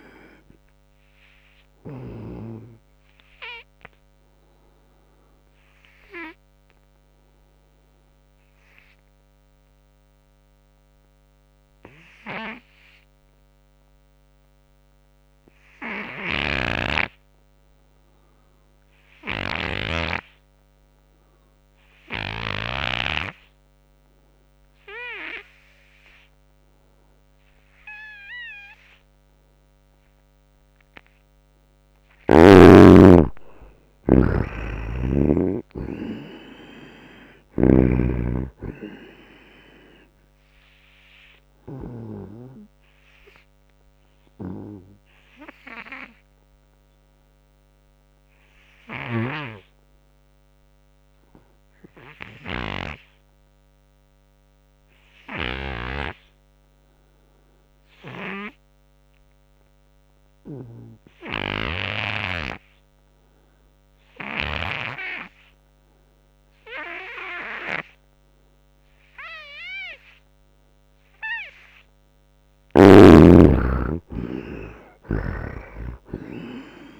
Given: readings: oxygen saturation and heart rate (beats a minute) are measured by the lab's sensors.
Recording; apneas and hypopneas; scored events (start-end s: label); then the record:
breathing in sleep by a microphone on the trachea; 2
0.00-2.00 s: snoring (device-marked)
0.00-15.50 s: oxygen desaturation (device-marked, oxygen 73% lowest, heart rate 77 extreme)
2.50-30.00 s: obstructive apnea (oxygen 98% before, 73% lowest, heart rate 82 before, 77 extreme, up 7 after)
17.50-54.50 s: oxygen desaturation (device-marked, oxygen 98% before, 73% lowest, heart rate 85 before, 69 extreme)
19.50-23.00 s: snoring (device-marked)
32.00-35.00 s: arousal
41.00-70.50 s: obstructive apnea (oxygen 98% before, 73% lowest, heart rate 81 before, 69 extreme, up 1 after)
66.50-77.00 s: oxygen desaturation (device-marked, oxygen 98% before, 73% lowest, heart rate 85 before, 62 extreme)
72.50-76.50 s: arousal
From the record:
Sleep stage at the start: N2 (light sleep); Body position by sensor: on the right side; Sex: male